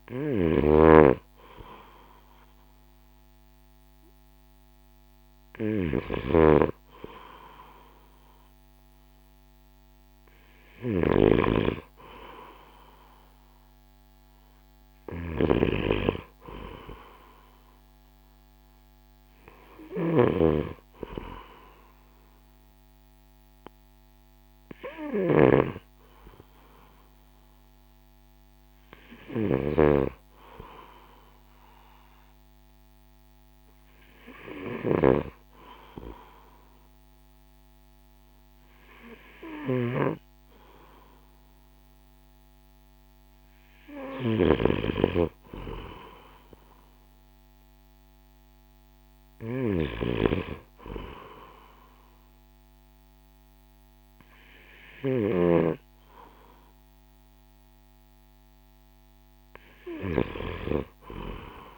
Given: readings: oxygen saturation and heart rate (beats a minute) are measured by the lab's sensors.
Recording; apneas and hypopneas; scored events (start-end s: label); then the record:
breathing in sleep by a microphone on the trachea; none
0.00-55.00 s: snoring (device-marked)
From the record:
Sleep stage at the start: N2 (light sleep); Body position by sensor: on the right side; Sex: male